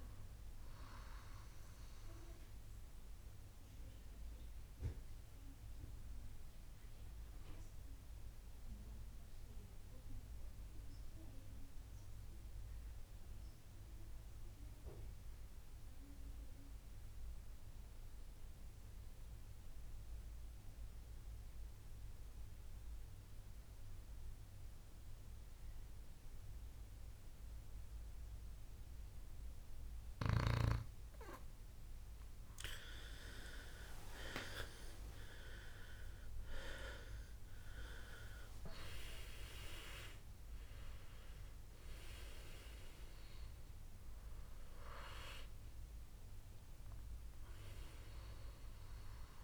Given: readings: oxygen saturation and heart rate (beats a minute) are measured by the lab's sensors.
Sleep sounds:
breathing in sleep by a room microphone; 1
0.00-2.50 s: oxygen desaturation (device-marked, oxygen 94% lowest, heart rate 58 extreme)
1.50-32.00 s: mixed apnea (oxygen 98% before, 91% lowest, heart rate 72 before, 58 extreme, up 22 after)
32.50-49.44 s: oxygen desaturation (device-marked, oxygen 98% before, 91% lowest, heart rate 60 before, 59 extreme)
33.00-36.50 s: arousal
From the record:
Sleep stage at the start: N2 (light sleep); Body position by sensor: on the back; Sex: male

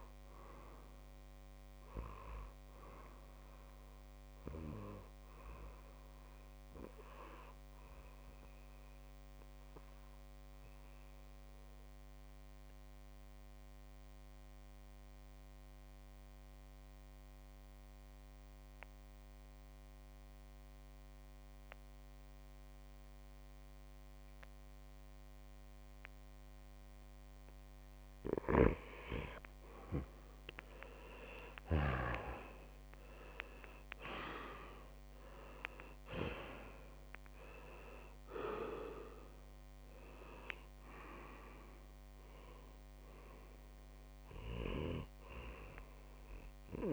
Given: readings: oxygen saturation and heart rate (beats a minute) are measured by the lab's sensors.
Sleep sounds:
breathing in sleep by a microphone on the trachea; 1
0.00-1.50 s: oxygen desaturation (device-marked, oxygen 88% lowest)
6.50-28.00 s: obstructive apnea (oxygen 93% before, 88% lowest)
29.00-33.50 s: arousal
34.50-46.93 s: oxygen desaturation (device-marked, oxygen 99% before, 91% lowest)
From the record:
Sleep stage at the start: N2 (light sleep); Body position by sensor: on the back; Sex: male

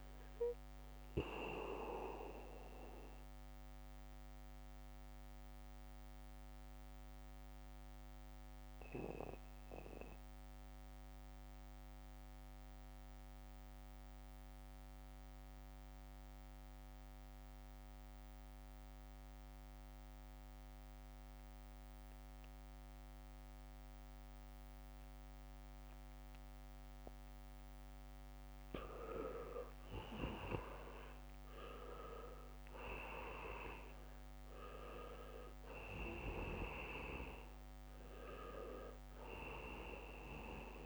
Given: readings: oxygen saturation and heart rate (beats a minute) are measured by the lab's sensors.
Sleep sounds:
breathing in sleep by a microphone on the trachea; 1
0.00-12.50 s: oxygen desaturation (device-marked, oxygen 83% lowest, heart rate 66 extreme)
4.00-28.00 s: mixed apnea (oxygen 99% before, 82% lowest, heart rate 69 before, 67 extreme)
21.50-40.86 s: oxygen desaturation (device-marked, oxygen 98% before, 82% lowest, heart rate 71 before, 62 extreme)
28.50-36.50 s: leg movement (device-marked)
30.00-34.50 s: arousal
From the record:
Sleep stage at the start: N2 (light sleep); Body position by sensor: on the back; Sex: male

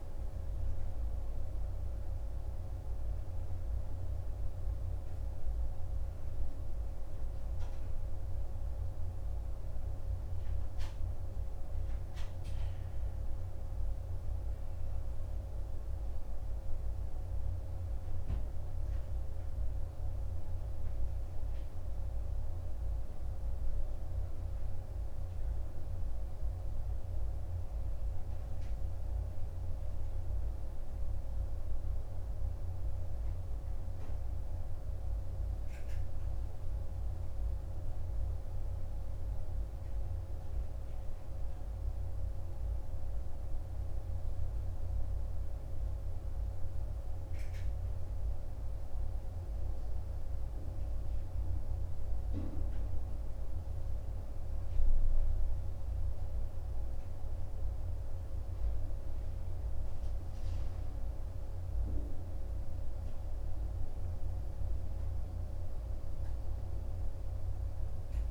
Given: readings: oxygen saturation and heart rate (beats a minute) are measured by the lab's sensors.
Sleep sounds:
breathing in sleep, hard to hear, by a room microphone; none
none scored
From the record:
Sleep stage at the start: N2 (light sleep); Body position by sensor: on the right side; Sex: male

